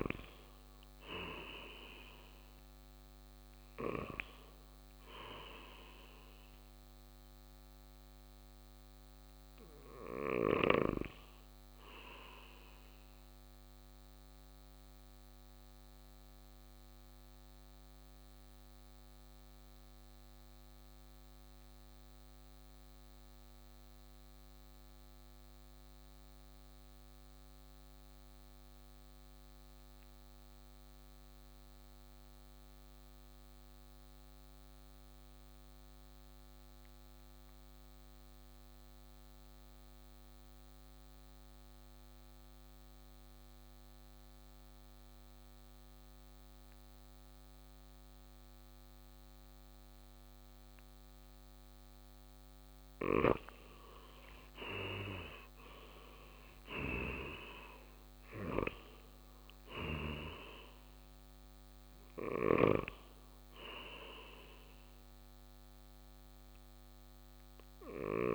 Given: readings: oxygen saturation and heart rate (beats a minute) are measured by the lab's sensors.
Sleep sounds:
breathing in sleep by a microphone on the trachea; 1
0.00-27.00 s: oxygen desaturation (device-marked, oxygen 88% lowest, heart rate 54 extreme)
13.00-52.50 s: mixed apnea (oxygen 97% before, 84% lowest, heart rate 61 before, 54 extreme, up 5 after)
38.00-68.35 s: oxygen desaturation (device-marked, oxygen 99% before, 84% lowest, heart rate 57 before, 54 extreme)
53.00-60.50 s: snoring (device-marked)
54.50-58.50 s: arousal
62.50-68.35 s: snoring (device-marked)
From the record:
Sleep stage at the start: N2 (light sleep); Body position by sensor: on the right side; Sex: male

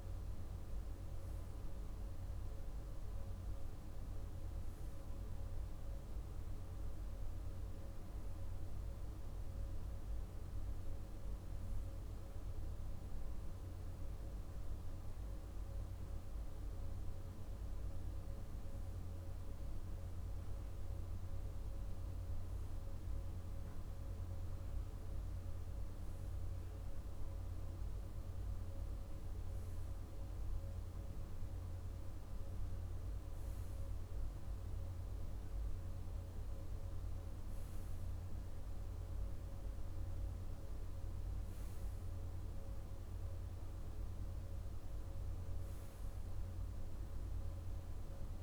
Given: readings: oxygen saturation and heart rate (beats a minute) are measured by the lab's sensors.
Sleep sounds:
breathing in sleep, hard to hear, by a room microphone; none
none scored
From the record:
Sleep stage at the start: REM sleep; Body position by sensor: on the right side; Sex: male

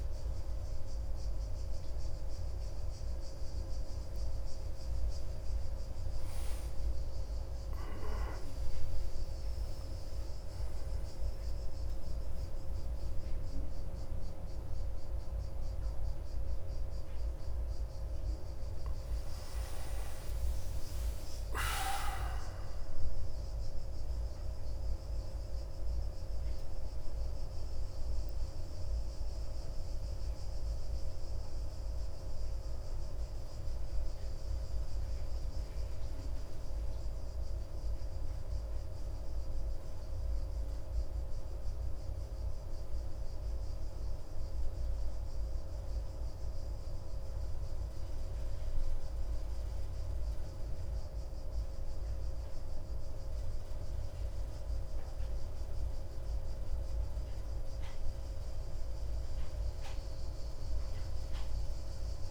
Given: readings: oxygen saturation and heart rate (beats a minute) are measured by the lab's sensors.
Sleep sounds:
a person awake in a sleep study, hard to hear, by a room microphone; none
44.00-62.31 s: new sleep stage, N1 (lightest sleep)
From the record:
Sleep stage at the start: awake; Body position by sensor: on the back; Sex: male

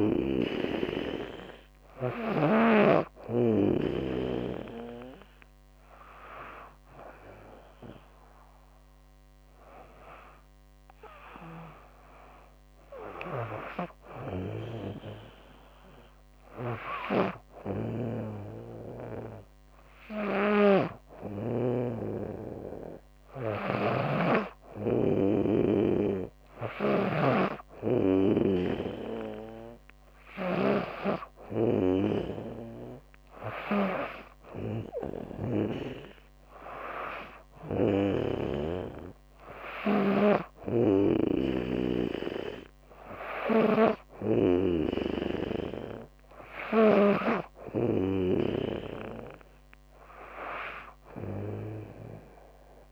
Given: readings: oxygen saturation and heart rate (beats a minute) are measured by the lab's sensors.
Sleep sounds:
breathing in sleep by a microphone on the trachea; none
12.50-35.00 s: snoring (device-marked)
37.00-44.00 s: snoring (device-marked)
51.50-52.92 s: arousal
From the record:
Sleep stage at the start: N2 (light sleep); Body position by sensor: on the back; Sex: female

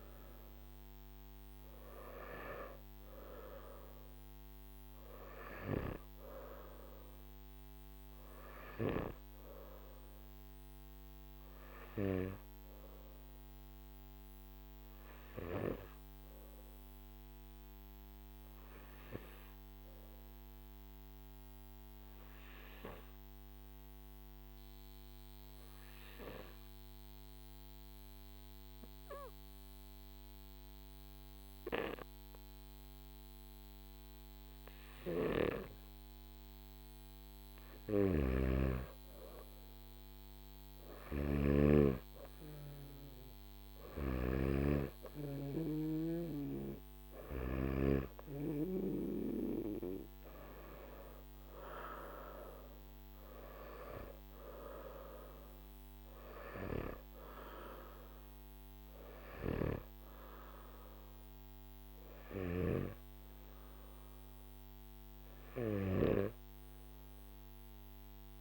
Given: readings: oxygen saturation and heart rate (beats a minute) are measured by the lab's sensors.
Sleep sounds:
breathing in sleep by a microphone on the trachea; 1
0.00-9.50 s: oxygen desaturation (device-marked, oxygen 93% lowest, heart rate 51 extreme)
19.50-36.00 s: obstructive apnea (oxygen 97% before, 93% lowest, heart rate 56 before, 51 extreme, up 7 after)
38.00-44.50 s: snoring (device-marked)
38.50-55.50 s: oxygen desaturation (device-marked, oxygen 97% before, 93% lowest, heart rate 53 before, 52 extreme)
From the record:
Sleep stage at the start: N1 (lightest sleep); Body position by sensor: on the back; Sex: male

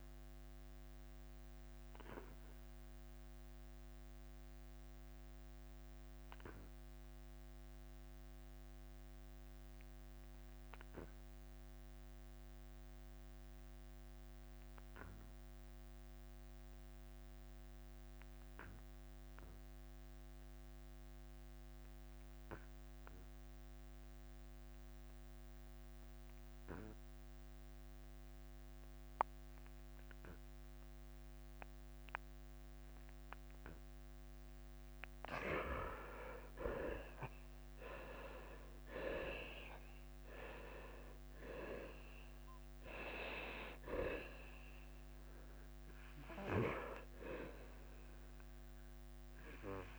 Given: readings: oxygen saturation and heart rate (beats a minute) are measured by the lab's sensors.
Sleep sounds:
breathing in sleep by a microphone on the trachea; 1
0.00-1.50 s: drop in pulse transit time (device-marked, heart rate 89 extreme)
0.50-34.50 s: obstructive apnea (oxygen 98% before, 73% lowest, heart rate 89 before, 76 extreme, up 8 after)
13.50-24.50 s: oxygen desaturation (device-marked, oxygen 96% before, 73% lowest, heart rate 91 before, 76 extreme)
32.50-48.50 s: oxygen desaturation (device-marked, oxygen 99% before, 93% lowest, heart rate 84 before, 82 extreme)
32.50-49.99 s: drop in pulse transit time (device-marked, heart rate 84 before, 88 extreme)
37.50-43.00 s: arousal
From the record:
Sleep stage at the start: N2 (light sleep); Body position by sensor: on the back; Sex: male

